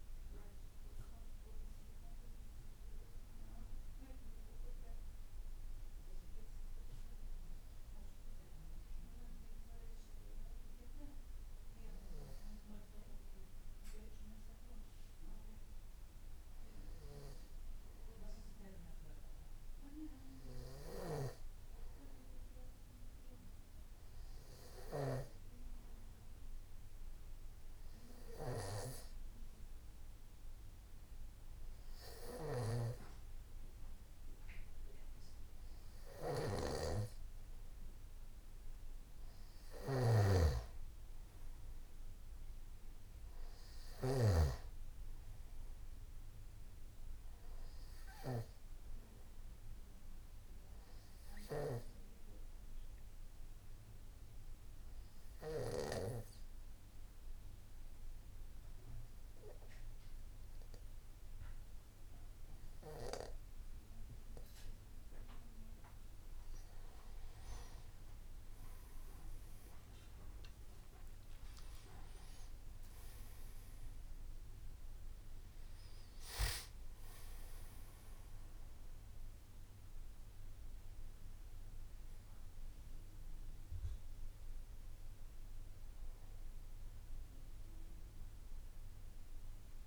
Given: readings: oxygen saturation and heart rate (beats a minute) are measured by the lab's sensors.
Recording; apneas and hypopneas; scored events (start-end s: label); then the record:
breathing in sleep by a room microphone; 1
40.00-44.50 s: snoring (device-marked)
54.00-66.50 s: obstructive apnea (oxygen 95% before, 91% lowest, heart rate 61 before, 58 extreme, up 12 after)
69.50-74.50 s: arousal
75.00-89.87 s: oxygen desaturation (device-marked, oxygen 96% before, 91% lowest, heart rate 60 before, 57 extreme)
From the record:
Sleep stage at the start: N2 (light sleep); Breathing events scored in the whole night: 225 in 4.0 hours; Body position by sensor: on the back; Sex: male